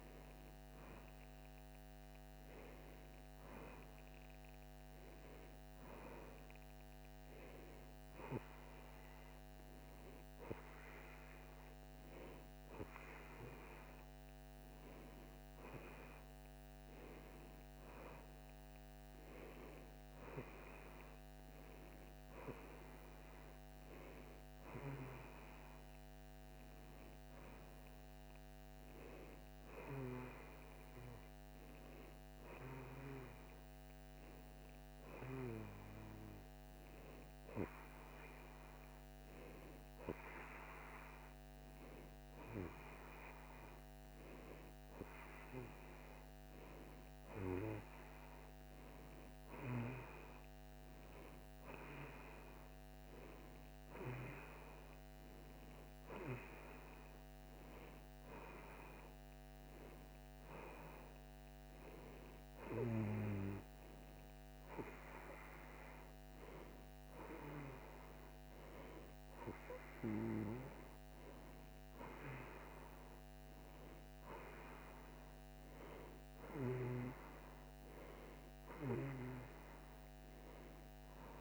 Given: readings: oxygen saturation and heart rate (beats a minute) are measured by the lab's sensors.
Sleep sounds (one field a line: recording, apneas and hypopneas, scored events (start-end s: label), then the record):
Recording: breathing in sleep by a microphone on the trachea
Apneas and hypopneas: none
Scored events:
none scored
From the record:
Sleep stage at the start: N1 (lightest sleep)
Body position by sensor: on the back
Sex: female